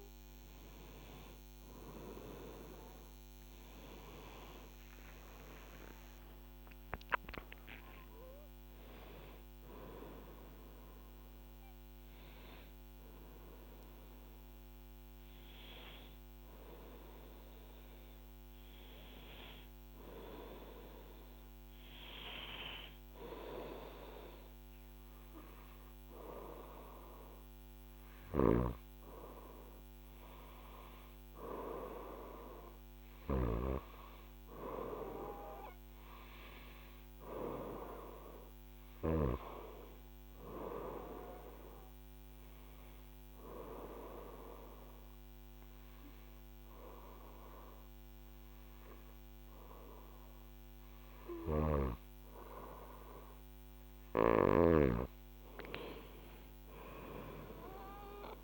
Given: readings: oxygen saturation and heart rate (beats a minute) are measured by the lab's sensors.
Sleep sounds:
breathing in sleep by a microphone on the trachea; 1
1.00-5.50 s: arousal
21.50-58.44 s: new sleep stage, N2 (light sleep)
27.50-38.50 s: snoring (device-marked)
42.50-53.50 s: hypopnea (oxygen 97% before, 92% lowest, heart rate 68 before, 64 extreme, up 5 after)
55.50-58.44 s: arousal
From the record:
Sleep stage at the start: N1 (lightest sleep); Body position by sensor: on the right side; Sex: female

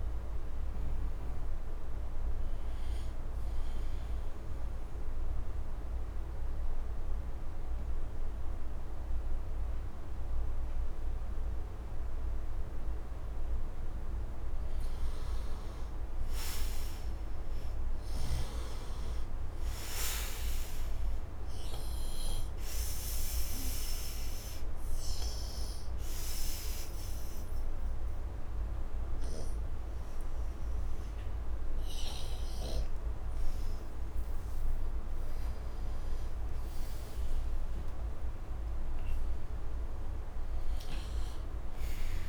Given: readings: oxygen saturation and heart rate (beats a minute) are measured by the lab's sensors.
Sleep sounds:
breathing in sleep, hard to hear, by a room microphone; 2
0.00-9.00 s: oxygen desaturation (device-marked, oxygen 82% lowest, heart rate 70 extreme)
4.50-15.50 s: obstructive apnea (oxygen 99% before, 83% lowest, heart rate 77 before, 74 extreme, up 8 after)
19.00-22.00 s: arousal
22.00-35.00 s: oxygen desaturation (device-marked, oxygen 98% before, 87% lowest, heart rate 76 before, 74 extreme)
26.50-38.00 s: hypopnea (oxygen 98% before, 85% lowest, heart rate 78 before, 74 extreme, up 20 after)
39.00-42.00 s: arousal
From the record:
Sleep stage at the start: N2 (light sleep); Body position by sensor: on the right side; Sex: male

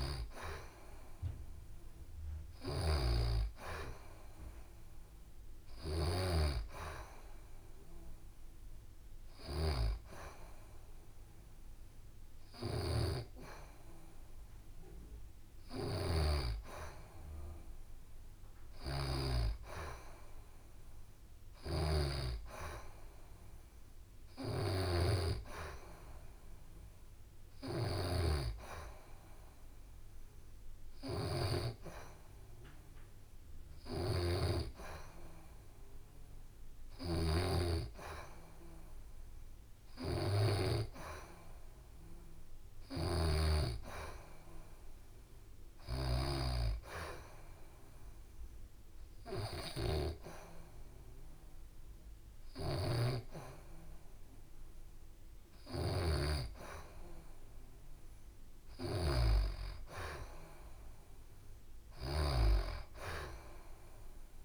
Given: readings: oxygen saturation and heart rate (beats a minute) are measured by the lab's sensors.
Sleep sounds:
breathing in sleep by a room microphone; none
52.00-55.50 s: snoring (device-marked)
61.50-64.45 s: snoring (device-marked)
From the record:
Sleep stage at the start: N2 (light sleep); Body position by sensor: on the back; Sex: female

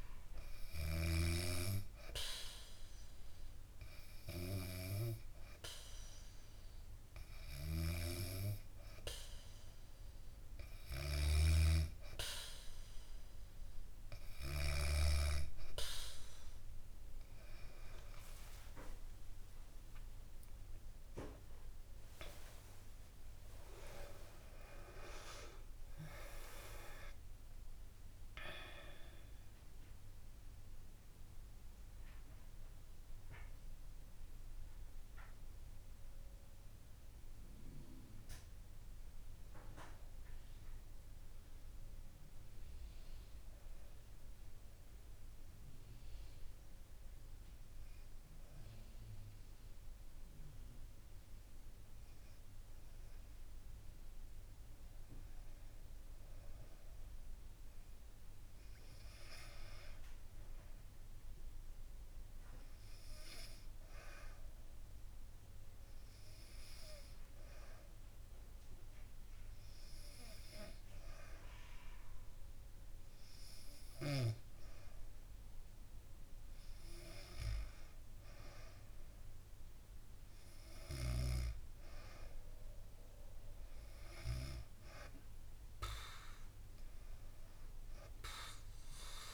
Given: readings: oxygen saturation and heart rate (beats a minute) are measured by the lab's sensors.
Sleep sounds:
breathing in sleep by a room microphone; 3
0.00-1.00 s: snoring (device-marked)
1.00-11.50 s: hypopnea (oxygen 97% before, 94% lowest, heart rate 69 before, 67 extreme, up 7 after)
17.50-24.00 s: arousal
26.50-56.50 s: new sleep stage, N1 (lightest sleep)
38.50-41.50 s: arousal
44.50-54.50 s: obstructive apnea (oxygen 100% before, 96% lowest, heart rate 83 before, 65 extreme, up 1 after)
55.50-60.00 s: arousal
56.50-89.34 s: new sleep stage, N2 (light sleep)
63.00-75.50 s: obstructive apnea (oxygen 100% before, 94% lowest, heart rate 66 before, 66 extreme, up 3 after)
78.50-82.00 s: arousal
From the record:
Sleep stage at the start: N2 (light sleep); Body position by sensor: on the back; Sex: female

